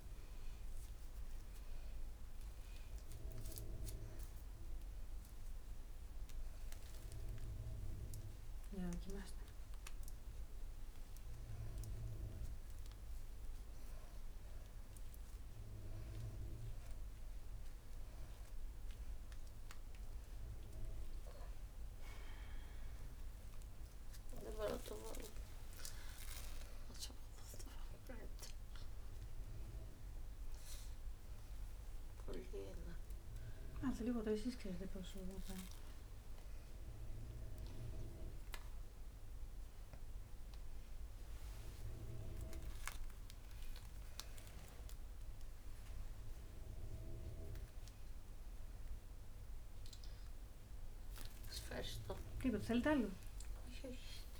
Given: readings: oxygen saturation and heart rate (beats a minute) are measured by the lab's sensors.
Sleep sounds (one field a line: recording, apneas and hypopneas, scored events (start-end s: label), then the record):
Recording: a person awake in a sleep study, by a room microphone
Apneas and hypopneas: none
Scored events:
15.50-23.50 s: oxygen desaturation (device-marked, oxygen 97% before, 94% lowest, heart rate 75 before, 84 extreme)
39.50-47.50 s: oxygen desaturation (device-marked, oxygen 99% before, 96% lowest, heart rate 86 before, 86 extreme)
43.50-47.50 s: tachycardia (device-marked, heart rate 82 before, 110 extreme)
52.50-54.40 s: tachycardia (device-marked, heart rate 83 before, 101 extreme)
From the record:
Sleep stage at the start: awake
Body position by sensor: on the back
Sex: female